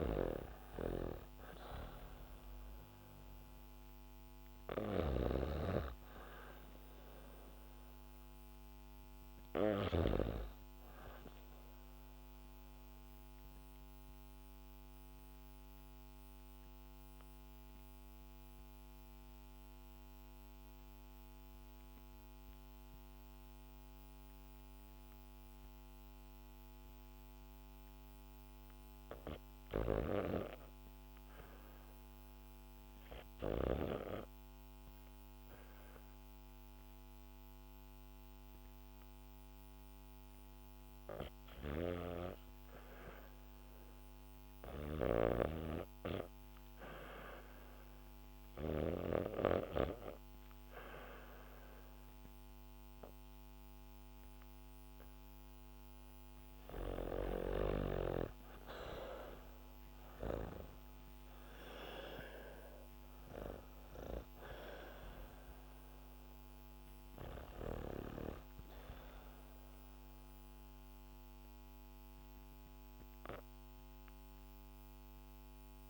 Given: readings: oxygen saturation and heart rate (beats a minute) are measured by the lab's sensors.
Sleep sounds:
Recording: breathing in sleep by a microphone on the trachea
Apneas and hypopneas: 2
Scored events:
0.00-10.00 s: snoring (device-marked)
4.50-8.00 s: arousal
11.50-27.50 s: obstructive apnea (oxygen 99% before, 90% lowest, heart rate 76 before, 62 extreme, up 0 after)
25.00-75.90 s: new sleep stage, REM sleep
29.50-33.50 s: arousal
35.00-54.00 s: oxygen desaturation (device-marked, oxygen 97% before, 91% lowest, heart rate 68 before, 62 extreme)
38.00-54.50 s: hypopnea (oxygen 98% before, 90% lowest, heart rate 67 before, 62 extreme, up 14 after)
57.50-61.50 s: arousal
From the record:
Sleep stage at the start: N2 (light sleep)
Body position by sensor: on the back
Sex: female

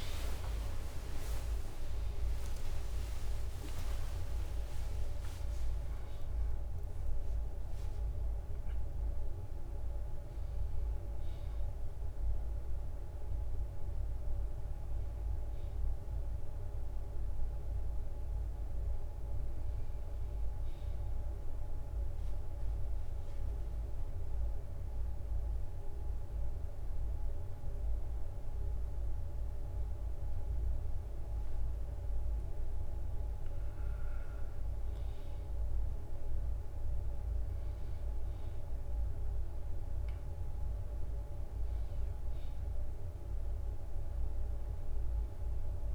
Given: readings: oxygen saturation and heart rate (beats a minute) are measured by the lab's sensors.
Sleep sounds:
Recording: breathing in sleep, hard to hear, by a room microphone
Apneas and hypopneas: 1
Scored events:
0.00-3.00 s: arousal
0.00-6.00 s: tachycardia (device-marked, heart rate 189 extreme)
1.00-3.00 s: long interval between heartbeats (device-marked, heart rate 72 before, 159 extreme)
1.00-15.00 s: drop in pulse transit time (device-marked, heart rate 72 before, 67 extreme)
2.00-7.00 s: oxygen desaturation (device-marked, oxygen 98% before, 94% lowest, heart rate 77 before, 59 extreme)
3.00-5.00 s: long interval between heartbeats (device-marked, heart rate 82 before, 188 extreme)
21.00-33.50 s: mixed apnea (oxygen 98% before, 95% lowest, heart rate 106 before, 59 extreme, up 5 after)
25.00-30.00 s: bradycardia (device-marked, heart rate 68 before, 59 extreme)
36.00-45.95 s: drop in pulse transit time (device-marked, heart rate 61 before, 62 extreme)
From the record:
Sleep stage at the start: N2 (light sleep)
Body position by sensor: on the back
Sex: male

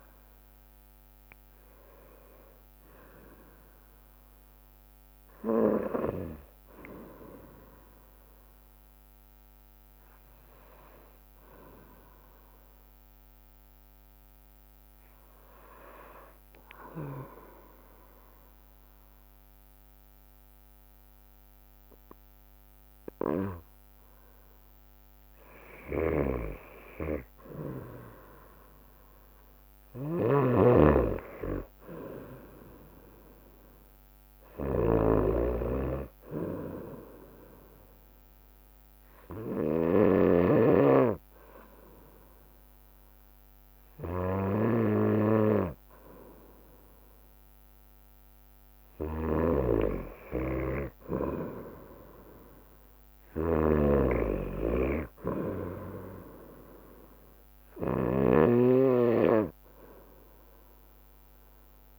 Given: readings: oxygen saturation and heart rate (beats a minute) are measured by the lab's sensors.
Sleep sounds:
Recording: breathing in sleep by a microphone on the trachea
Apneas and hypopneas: 1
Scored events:
0.00-3.50 s: arousal
0.00-9.50 s: drop in pulse transit time (device-marked, heart rate 62 extreme)
26.00-61.99 s: snoring (device-marked)
36.00-48.00 s: obstructive apnea (oxygen 97% before, 92% lowest, heart rate 65 before, 63 extreme, up 4 after)
52.00-56.00 s: arousal
From the record:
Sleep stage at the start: N2 (light sleep)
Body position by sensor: on the right side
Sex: female

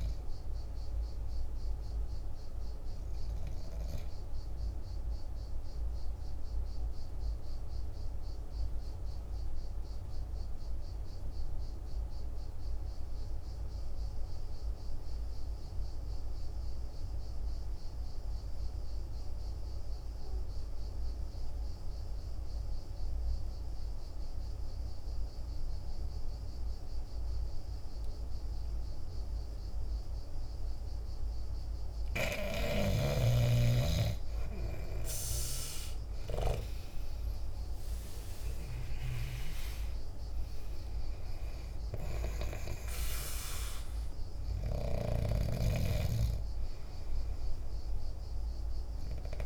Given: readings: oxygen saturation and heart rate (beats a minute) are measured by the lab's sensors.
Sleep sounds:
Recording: breathing in sleep by a room microphone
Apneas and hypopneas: 1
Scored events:
0.00-10.50 s: oxygen desaturation (device-marked, oxygen 87% lowest, heart rate 48 extreme)
4.00-32.00 s: obstructive apnea (oxygen 97% before, 86% lowest, heart rate 54 before, 47 extreme, up 10 after)
28.50-49.46 s: oxygen desaturation (device-marked, oxygen 98% before, 86% lowest, heart rate 49 before, 47 extreme)
34.50-38.50 s: arousal
From the record:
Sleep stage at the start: N2 (light sleep)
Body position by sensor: on the back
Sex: male

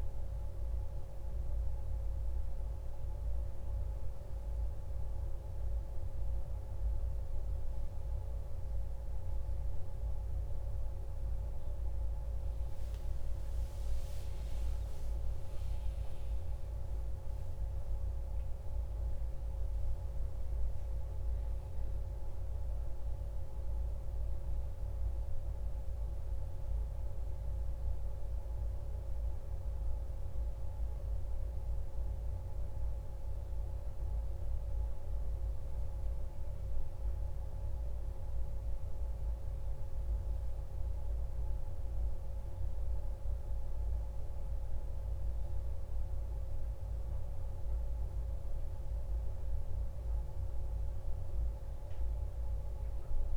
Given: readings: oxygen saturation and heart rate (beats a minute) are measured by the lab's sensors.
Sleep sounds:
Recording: a person awake in a sleep study, hard to hear, by a room microphone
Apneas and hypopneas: none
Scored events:
none scored
From the record:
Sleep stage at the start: awake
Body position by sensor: on the back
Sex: male

